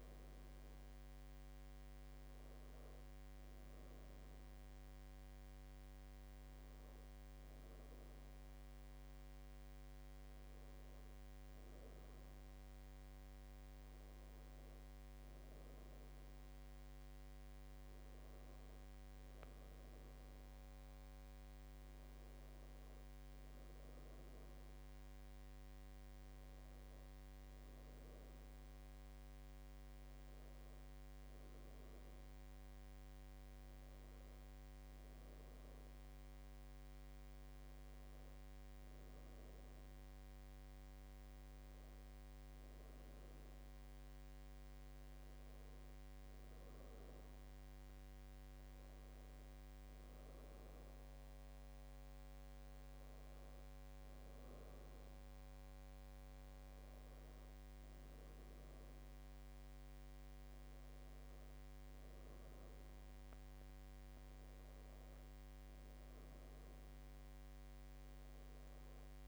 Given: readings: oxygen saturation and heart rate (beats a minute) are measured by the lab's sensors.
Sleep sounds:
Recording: breathing in sleep, hard to hear, by a microphone on the trachea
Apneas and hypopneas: none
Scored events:
0.00-14.00 s: oxygen desaturation (device-marked, oxygen 94% lowest, heart rate 71 extreme)
From the record:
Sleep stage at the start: N1 (lightest sleep)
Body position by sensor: on the back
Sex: female

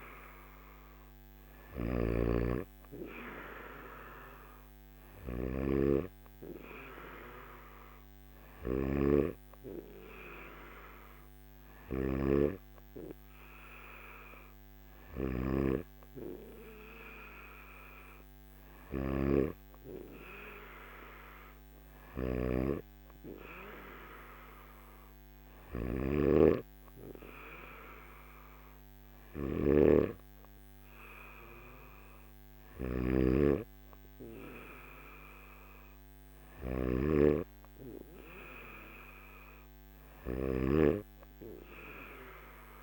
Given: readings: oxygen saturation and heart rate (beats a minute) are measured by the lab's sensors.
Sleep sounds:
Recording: breathing in sleep by a microphone on the trachea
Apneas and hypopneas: none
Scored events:
1.00-12.00 s: snoring (device-marked)
18.50-42.83 s: snoring (device-marked)
From the record:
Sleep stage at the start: N3 (deep sleep)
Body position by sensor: on the back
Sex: male

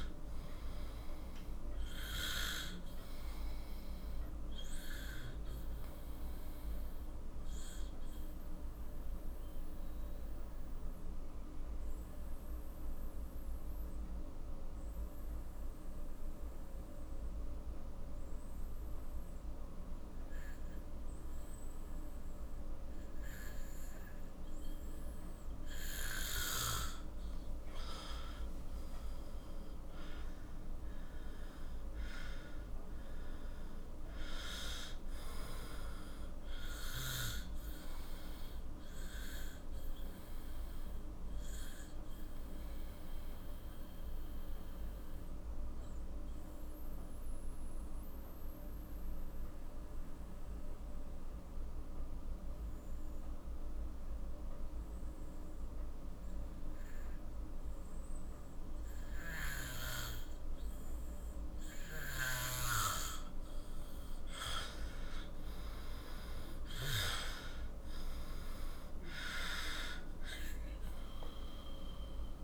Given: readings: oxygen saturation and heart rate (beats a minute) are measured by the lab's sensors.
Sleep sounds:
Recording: breathing in sleep by a room microphone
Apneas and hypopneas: 2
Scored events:
0.00-15.50 s: oxygen desaturation (device-marked, oxygen 92% lowest, heart rate 42 extreme)
4.50-26.00 s: obstructive apnea (oxygen 97% before, 90% lowest, heart rate 54 before, 41 extreme, up 15 after)
28.00-31.50 s: arousal
29.50-52.50 s: oxygen desaturation (device-marked, oxygen 97% before, 91% lowest, heart rate 47 before, 41 extreme)
40.00-63.50 s: mixed apnea (oxygen 97% before, 89% lowest, heart rate 54 before, 40 extreme, up 10 after)
65.50-72.44 s: oxygen desaturation (device-marked, oxygen 97% before, 90% lowest, heart rate 48 before, 40 extreme)
66.00-70.00 s: arousal
From the record:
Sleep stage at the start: N2 (light sleep)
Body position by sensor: on the back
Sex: male

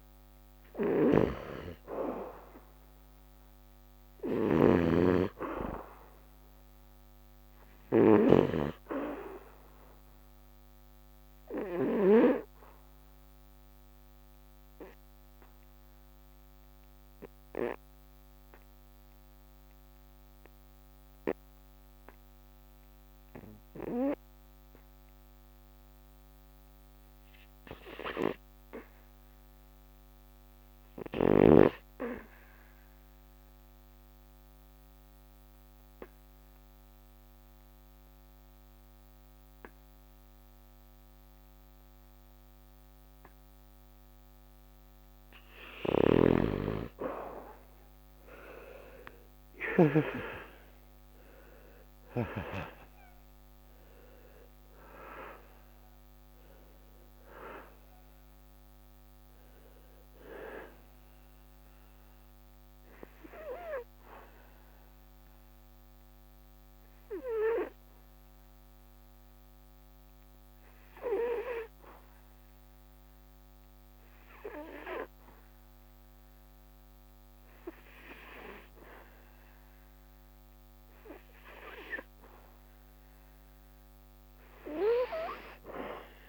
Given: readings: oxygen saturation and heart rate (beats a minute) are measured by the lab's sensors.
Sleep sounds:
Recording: breathing in sleep by a microphone on the trachea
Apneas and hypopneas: 3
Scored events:
0.00-3.50 s: arousal
11.00-26.50 s: obstructive apnea (oxygen 93% before, 77% lowest, heart rate 71 before, 60 extreme, up 0 after)
12.50-14.50 s: long interval between heartbeats (device-marked, heart rate 71 before, 75 extreme)
13.00-30.00 s: oxygen desaturation (device-marked, oxygen 92% before, 84% lowest, heart rate 71 before, 60 extreme)
34.50-46.50 s: obstructive apnea (oxygen 95% before, 77% lowest, heart rate 67 before, 61 extreme, up 22 after)
46.00-50.00 s: snoring (device-marked)
47.00-51.50 s: arousal
51.00-83.00 s: oxygen desaturation (device-marked, oxygen 94% before, 77% lowest, heart rate 64 before, 69 extreme)
62.00-81.50 s: hypopnea (oxygen 94% before, 77% lowest, heart rate 76 before, 69 extreme, up 4 after)
83.00-86.00 s: arousal
From the record:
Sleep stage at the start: N2 (light sleep)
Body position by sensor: on the back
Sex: male

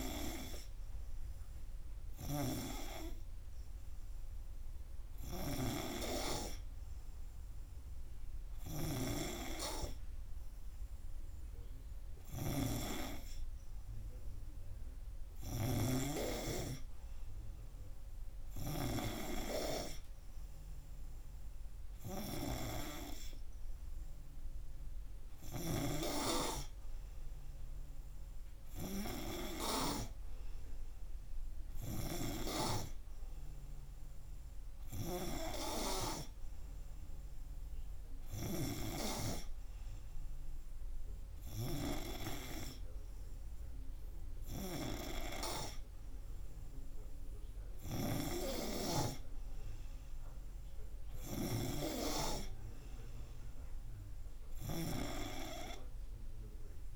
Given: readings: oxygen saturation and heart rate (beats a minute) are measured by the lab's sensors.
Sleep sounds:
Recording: breathing in sleep by a room microphone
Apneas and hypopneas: none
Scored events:
none scored
From the record:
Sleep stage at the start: N3 (deep sleep)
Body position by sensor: on the right side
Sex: male

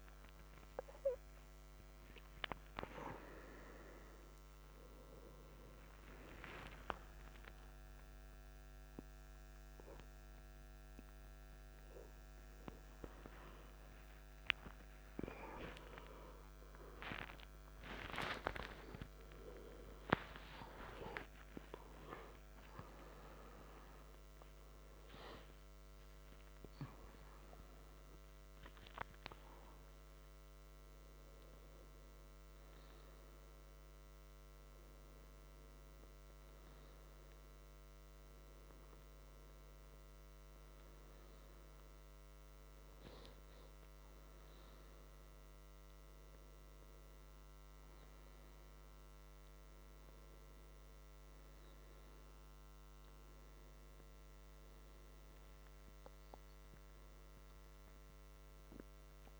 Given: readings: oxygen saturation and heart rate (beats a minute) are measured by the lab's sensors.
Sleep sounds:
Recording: a person awake in a sleep study, by a microphone on the trachea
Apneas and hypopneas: none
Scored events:
none scored
From the record:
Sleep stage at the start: awake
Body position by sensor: on the back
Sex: male

